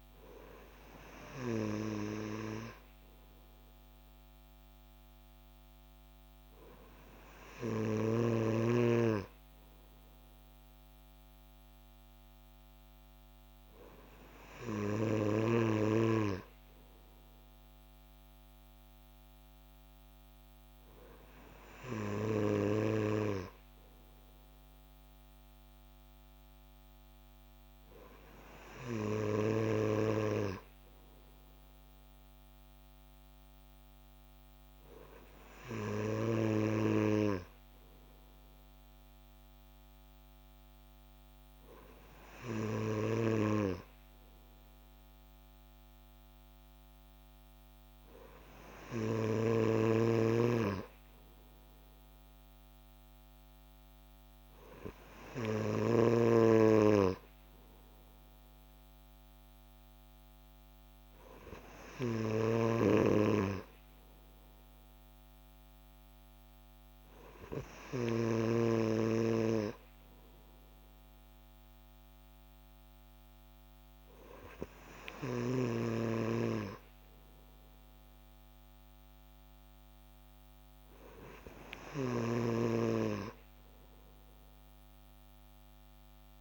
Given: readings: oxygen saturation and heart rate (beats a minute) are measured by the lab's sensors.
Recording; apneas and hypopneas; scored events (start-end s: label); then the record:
breathing in sleep by a microphone on the trachea; none
67.50-86.41 s: new sleep stage, N3 (deep sleep)
From the record:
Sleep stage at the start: N2 (light sleep); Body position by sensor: on the back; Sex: male